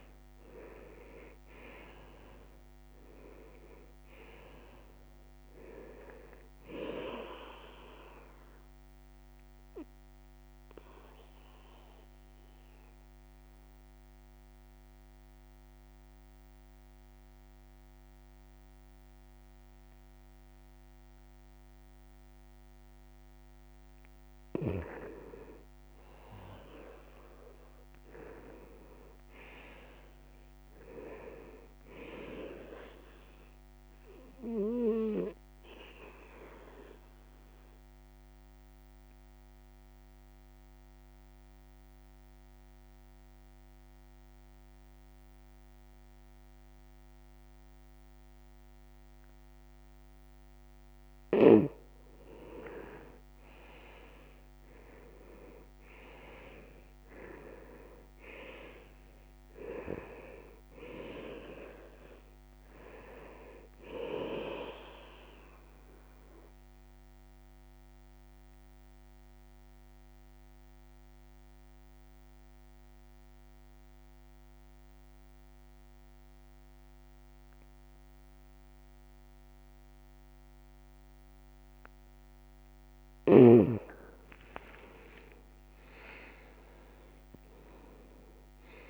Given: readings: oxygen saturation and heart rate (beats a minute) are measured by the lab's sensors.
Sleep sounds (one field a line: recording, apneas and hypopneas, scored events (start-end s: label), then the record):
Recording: breathing in sleep by a microphone on the trachea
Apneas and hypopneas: 3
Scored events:
0.00-1.00 s: arousal
8.00-28.00 s: oxygen desaturation (device-marked, oxygen 98% before, 86% lowest, heart rate 112 before, 66 extreme)
9.50-23.50 s: obstructive apnea (oxygen 98% before, 86% lowest, heart rate 112 before, 66 extreme, up 59 after)
25.50-29.50 s: arousal
34.50-50.50 s: obstructive apnea (oxygen 98% before, 88% lowest, heart rate 102 before, 100 extreme, up 40 after)
41.00-52.00 s: oxygen desaturation (device-marked, oxygen 98% before, 91% lowest, heart rate 100 before, 100 extreme)
53.50-58.50 s: arousal
61.00-85.00 s: oxygen desaturation (device-marked, oxygen 97% before, 88% lowest, heart rate 132 before, 70 extreme)
65.50-82.00 s: mixed apnea (oxygen 97% before, 88% lowest, heart rate 140 before, 70 extreme)
84.00-88.90 s: arousal
From the record:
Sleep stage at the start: N2 (light sleep)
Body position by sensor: on the back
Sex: male